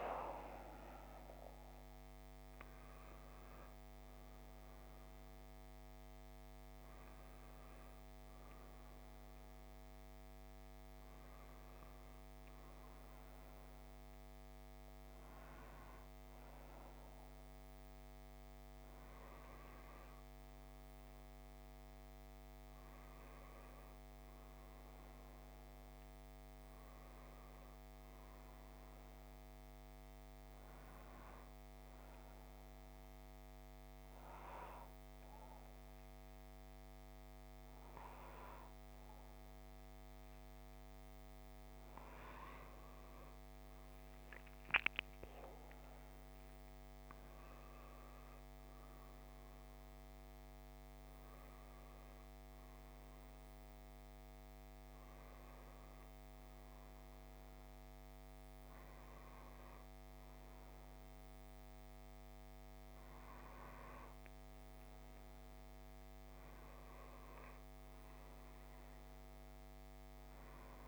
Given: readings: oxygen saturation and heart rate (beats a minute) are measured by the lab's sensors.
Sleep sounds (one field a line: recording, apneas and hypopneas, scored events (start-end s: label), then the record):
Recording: a person partly awake in a sleep study, hard to hear, by a microphone on the trachea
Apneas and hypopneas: none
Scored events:
20.00-70.88 s: new sleep stage, N2 (light sleep)
From the record:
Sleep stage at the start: awake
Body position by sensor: on the back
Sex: male